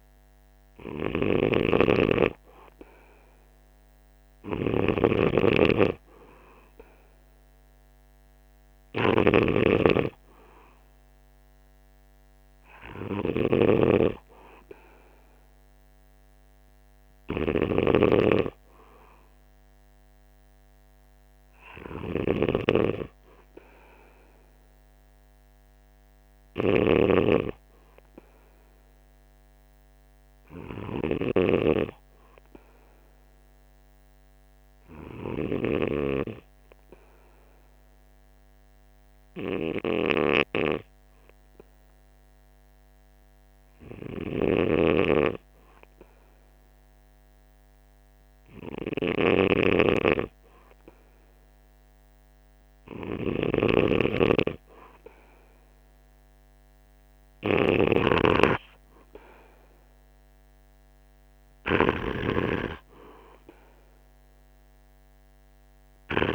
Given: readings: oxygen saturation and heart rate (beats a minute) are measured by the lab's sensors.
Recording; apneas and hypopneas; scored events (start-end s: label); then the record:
breathing in sleep by a microphone on the trachea; 1
9.50-22.50 s: snoring (device-marked)
26.00-30.00 s: arousal
33.50-49.00 s: hypopnea (oxygen 95% before, 93% lowest, heart rate 49 before, 47 extreme, up 1 after)
51.00-54.50 s: arousal
53.50-58.00 s: snoring (device-marked)
From the record:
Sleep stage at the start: N2 (light sleep); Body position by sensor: on the right side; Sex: male